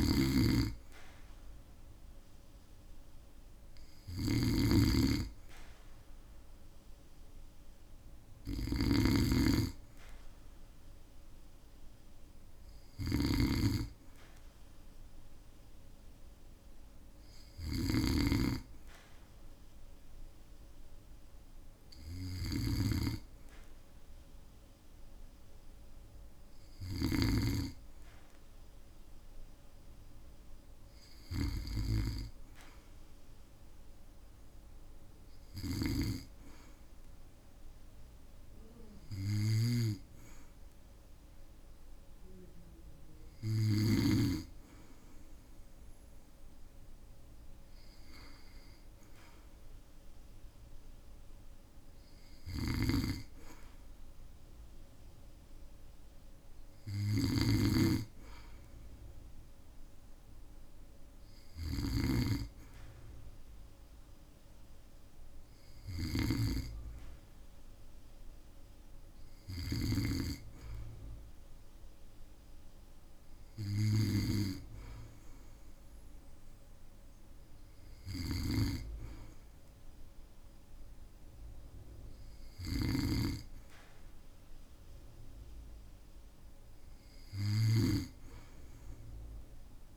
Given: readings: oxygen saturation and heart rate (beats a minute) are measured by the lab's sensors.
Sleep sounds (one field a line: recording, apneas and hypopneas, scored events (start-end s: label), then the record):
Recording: breathing in sleep by a room microphone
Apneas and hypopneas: none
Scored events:
0.00-44.00 s: snoring (device-marked)
52.00-89.97 s: snoring (device-marked)
From the record:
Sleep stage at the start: N2 (light sleep)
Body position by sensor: on the back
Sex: male